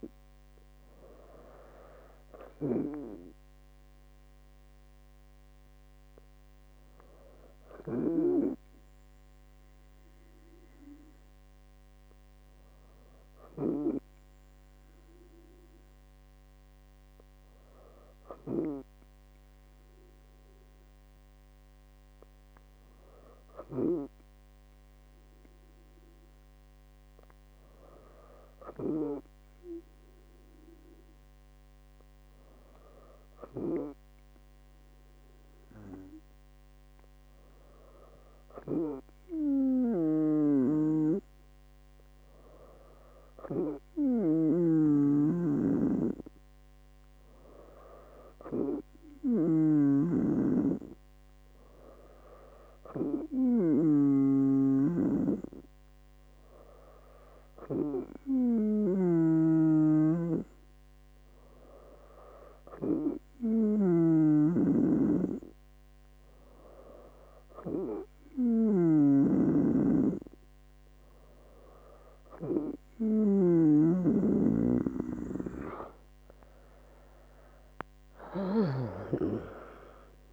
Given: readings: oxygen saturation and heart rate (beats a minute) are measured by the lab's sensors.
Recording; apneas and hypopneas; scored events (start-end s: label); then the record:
breathing in sleep by a microphone on the trachea; none
none scored
From the record:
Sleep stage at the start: N2 (light sleep); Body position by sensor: on the right side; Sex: female